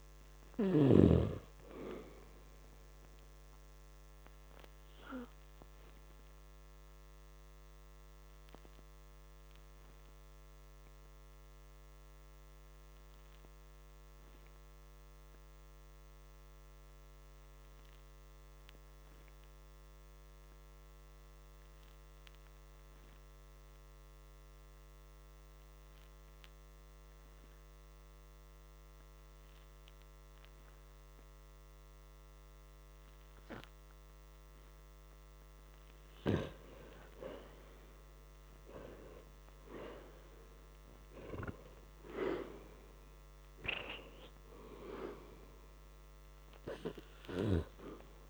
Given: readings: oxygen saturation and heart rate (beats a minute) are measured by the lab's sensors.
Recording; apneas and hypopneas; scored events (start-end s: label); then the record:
breathing in sleep by a microphone on the trachea; 1
16.00-30.00 s: oxygen desaturation (device-marked, oxygen 95% before, 86% lowest, heart rate 59 before, 54 extreme)
22.50-35.50 s: obstructive apnea (oxygen 97% before, 86% lowest, heart rate 59 before, 54 extreme, up 3 after)
38.00-41.50 s: arousal
From the record:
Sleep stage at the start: N2 (light sleep); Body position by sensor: on the back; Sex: male